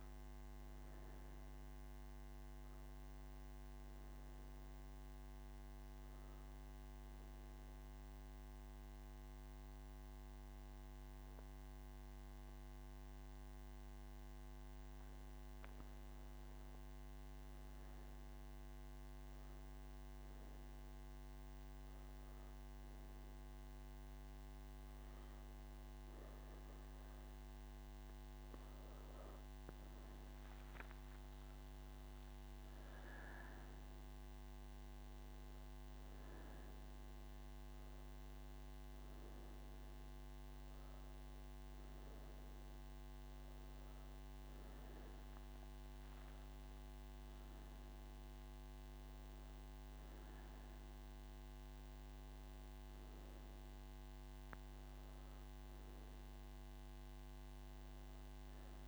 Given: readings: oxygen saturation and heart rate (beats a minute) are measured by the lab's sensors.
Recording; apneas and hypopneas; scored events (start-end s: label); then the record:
breathing in sleep, hard to hear, by a microphone on the trachea; none
none scored
From the record:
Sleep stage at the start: N3 (deep sleep); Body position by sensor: on the right side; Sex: female